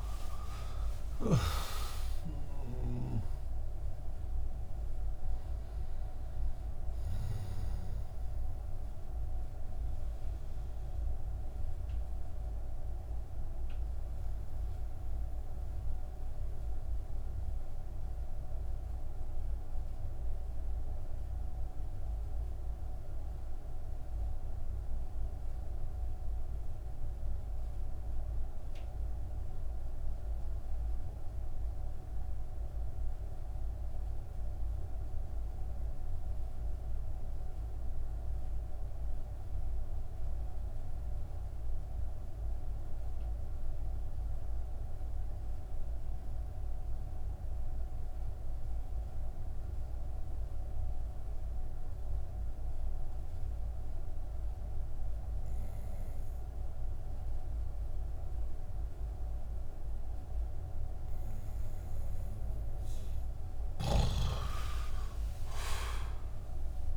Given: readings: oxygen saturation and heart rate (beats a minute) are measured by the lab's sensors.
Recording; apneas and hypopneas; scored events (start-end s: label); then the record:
breathing in sleep, hard to hear, by a room microphone; 1
0.00-3.00 s: arousal
10.00-61.50 s: mixed apnea (oxygen 98% before, 91% lowest)
63.00-66.97 s: arousal
From the record:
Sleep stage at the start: N2 (light sleep); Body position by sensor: on the back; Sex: male